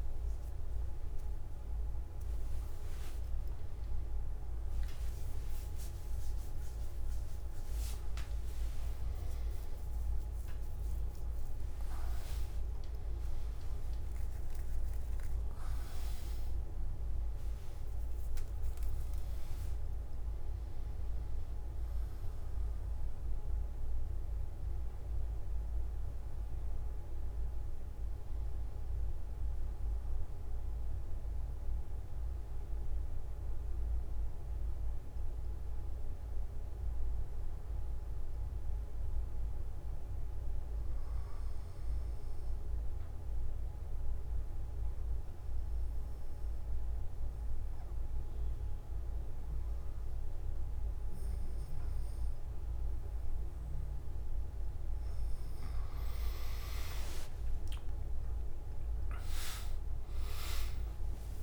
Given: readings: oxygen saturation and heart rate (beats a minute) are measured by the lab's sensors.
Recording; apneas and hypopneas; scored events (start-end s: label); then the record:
breathing in sleep, hard to hear, by a room microphone; 1
21.00-34.00 s: oxygen desaturation (device-marked, oxygen 100% before, 96% lowest)
42.00-55.50 s: mixed apnea (oxygen 100% before, 93% lowest)
From the record:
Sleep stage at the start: N3 (deep sleep); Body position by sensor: on the back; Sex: male